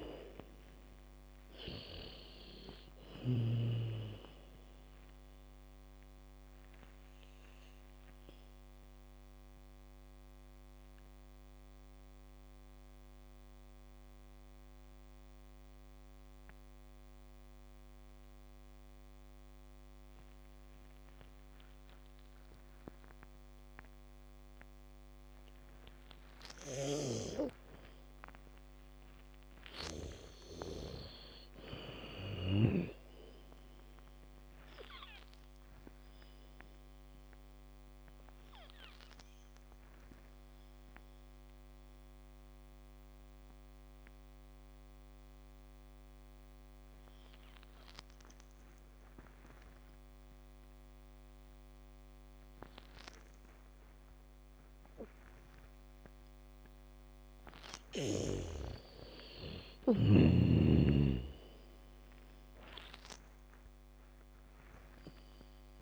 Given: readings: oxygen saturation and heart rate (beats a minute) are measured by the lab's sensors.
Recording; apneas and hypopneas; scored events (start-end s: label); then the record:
breathing in sleep by a microphone on the trachea; 2
0.00-4.00 s: snoring (device-marked)
0.00-20.00 s: oxygen desaturation (device-marked, oxygen 80% lowest, heart rate 34 extreme)
8.00-27.00 s: mixed apnea (oxygen 98% before, 80% lowest, heart rate 56 before, 54 extreme, up 4 after)
27.00-30.50 s: snoring (device-marked)
27.00-54.00 s: oxygen desaturation (device-marked, oxygen 99% before, 85% lowest, heart rate 78 before, 44 extreme)
29.00-32.00 s: bradycardia (device-marked, heart rate 68 before, 65 extreme)
30.00-34.00 s: arousal
38.50-57.50 s: mixed apnea (oxygen 99% before, 80% lowest, heart rate 69 before, 44 extreme, up 0 after)
53.00-64.00 s: bradycardia (device-marked, heart rate 68 before, 44 extreme)
59.00-63.00 s: arousal
64.00-65.82 s: oxygen desaturation (device-marked, oxygen 97% before, 84% lowest, heart rate 65 before, 47 extreme)
From the record:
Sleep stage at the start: N2 (light sleep); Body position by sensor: on the back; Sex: female